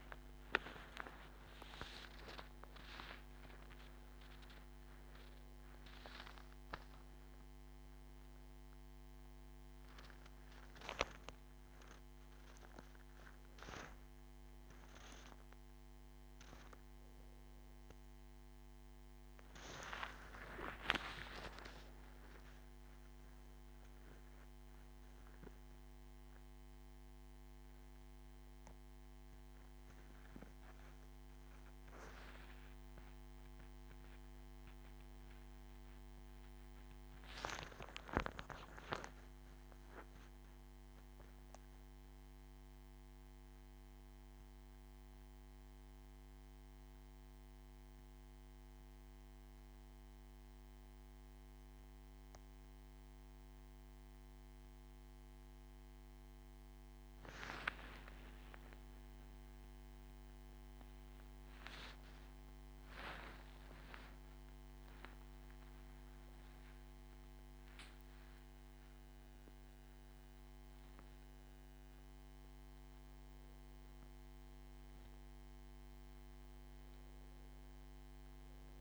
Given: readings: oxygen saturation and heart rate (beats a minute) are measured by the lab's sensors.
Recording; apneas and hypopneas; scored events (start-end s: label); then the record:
a person awake in a sleep study, by a microphone on the trachea; none
none scored
From the record:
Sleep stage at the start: awake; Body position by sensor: on the back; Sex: male